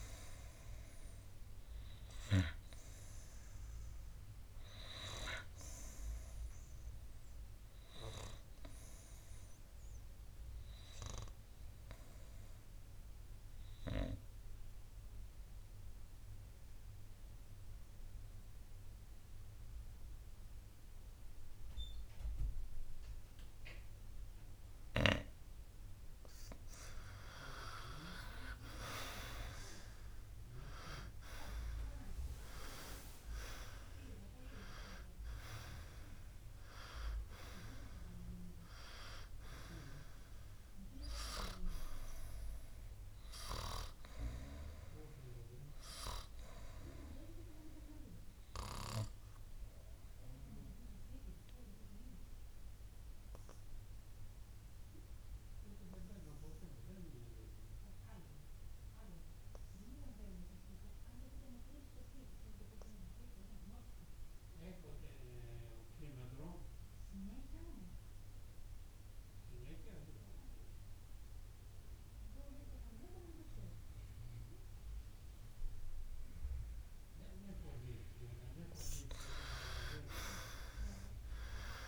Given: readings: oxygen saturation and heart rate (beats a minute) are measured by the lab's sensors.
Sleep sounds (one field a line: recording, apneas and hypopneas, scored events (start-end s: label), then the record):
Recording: breathing in sleep by a room microphone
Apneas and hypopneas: 2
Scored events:
12.50-25.50 s: obstructive apnea (oxygen 93% before, 92% lowest, heart rate 61 before, 57 extreme, up 11 after)
28.00-32.50 s: arousal
49.00-77.50 s: obstructive apnea (oxygen 96% before, 91% lowest, heart rate 67 before, 57 extreme, up 18 after)
78.50-81.88 s: new sleep stage, awake
From the record:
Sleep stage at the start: N2 (light sleep)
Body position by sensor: on the right side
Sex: male